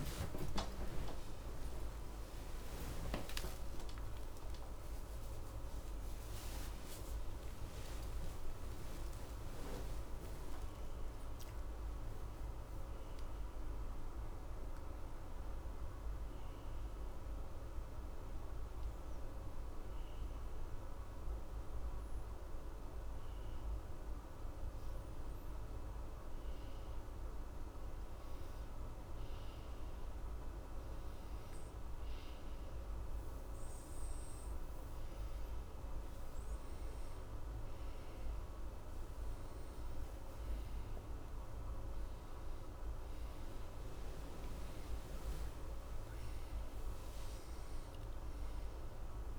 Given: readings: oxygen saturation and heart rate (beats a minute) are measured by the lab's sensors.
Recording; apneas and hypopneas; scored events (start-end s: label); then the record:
breathing in sleep, hard to hear, by a room microphone; none
0.00-8.00 s: arousal
0.00-10.00 s: oxygen desaturation (device-marked, oxygen 86% lowest, heart rate 63 extreme)
From the record:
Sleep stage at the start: N1 (lightest sleep); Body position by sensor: on the left side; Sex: male